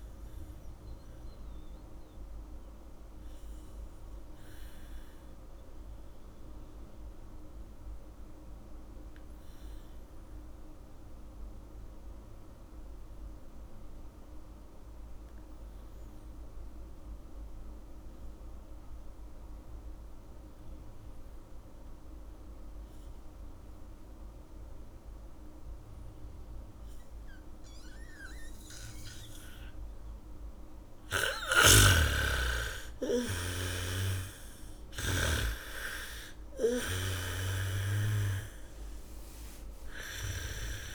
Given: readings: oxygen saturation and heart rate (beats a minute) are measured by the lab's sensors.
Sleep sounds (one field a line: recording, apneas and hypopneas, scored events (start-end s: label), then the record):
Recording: breathing in sleep by a room microphone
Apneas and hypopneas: 1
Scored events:
0.00-24.00 s: oxygen desaturation (device-marked, oxygen 82% lowest, heart rate 45 extreme)
2.00-30.50 s: obstructive apnea (oxygen 99% before, 79% lowest, heart rate 60 before, 46 extreme)
28.00-37.00 s: bradycardia (device-marked, heart rate 70 before, 47 extreme)
30.00-40.95 s: oxygen desaturation (device-marked, oxygen 98% before, 79% lowest, heart rate 70 before, 46 extreme)
32.50-36.50 s: arousal
From the record:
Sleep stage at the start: N2 (light sleep)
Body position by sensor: on the back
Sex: female